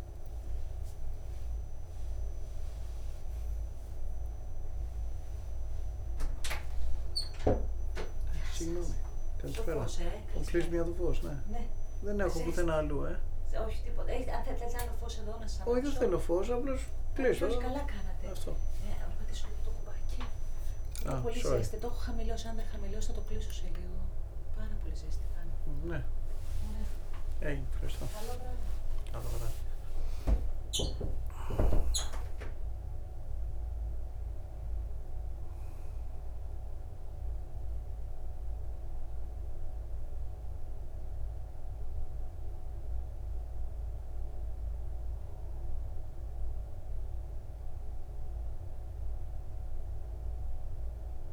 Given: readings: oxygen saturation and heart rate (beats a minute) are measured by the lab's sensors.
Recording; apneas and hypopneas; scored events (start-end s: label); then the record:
a person partly awake in a sleep study, by a room microphone; none
2.50-4.50 s: long interval between heartbeats (device-marked, heart rate 102 before, 83 extreme)
11.50-17.00 s: snoring (device-marked)
12.00-14.00 s: long interval between heartbeats (device-marked, heart rate 96 before, 93 extreme)
15.00-17.00 s: long interval between heartbeats (device-marked, heart rate 87 before, 104 extreme)
18.00-20.00 s: long interval between heartbeats (device-marked, heart rate 87 before, 104 extreme)
19.00-51.33 s: new sleep stage, N1 (lightest sleep)
27.50-29.50 s: long interval between heartbeats (device-marked, heart rate 94 before, 79 extreme)
31.50-33.50 s: long interval between heartbeats (device-marked, heart rate 96 before, 128 extreme)
From the record:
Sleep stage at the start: awake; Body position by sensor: on the back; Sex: male